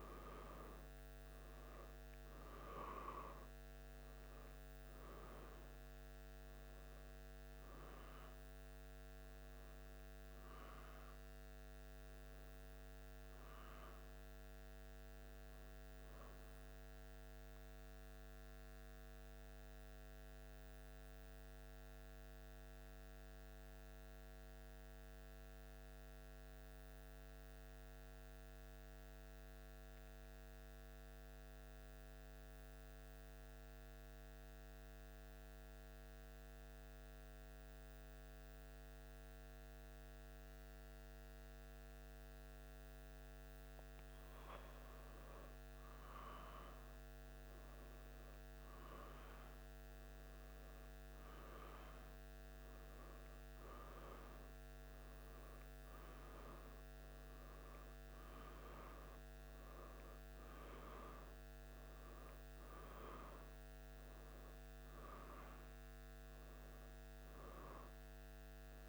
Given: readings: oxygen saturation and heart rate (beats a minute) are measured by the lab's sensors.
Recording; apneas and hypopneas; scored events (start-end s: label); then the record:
breathing in sleep, hard to hear, by a microphone on the trachea; 1
0.00-4.00 s: oxygen desaturation (device-marked, oxygen 92% lowest, heart rate 74 extreme)
8.00-12.00 s: arousal
16.50-43.50 s: mixed apnea (oxygen 93% before, 92% lowest, heart rate 76 before, 72 extreme, up 5 after)
45.00-49.00 s: arousal
From the record:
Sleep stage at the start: N2 (light sleep); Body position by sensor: on the back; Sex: male